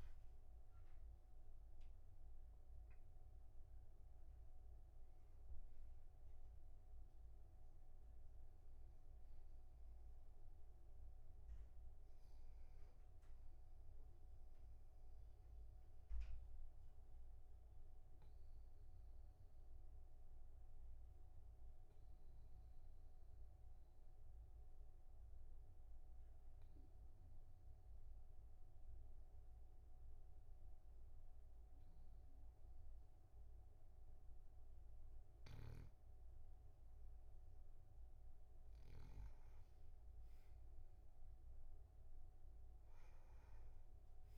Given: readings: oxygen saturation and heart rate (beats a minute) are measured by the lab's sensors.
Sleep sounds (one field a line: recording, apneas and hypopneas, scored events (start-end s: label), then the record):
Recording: breathing in sleep, hard to hear, by a room microphone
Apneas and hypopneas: 1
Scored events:
2.00-6.00 s: arousal
14.00-35.00 s: obstructive apnea (oxygen 99% before, 96% lowest, heart rate 53 before, 40 extreme, up 7 after)
38.00-41.50 s: arousal
From the record:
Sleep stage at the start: N2 (light sleep)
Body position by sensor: on the back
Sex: male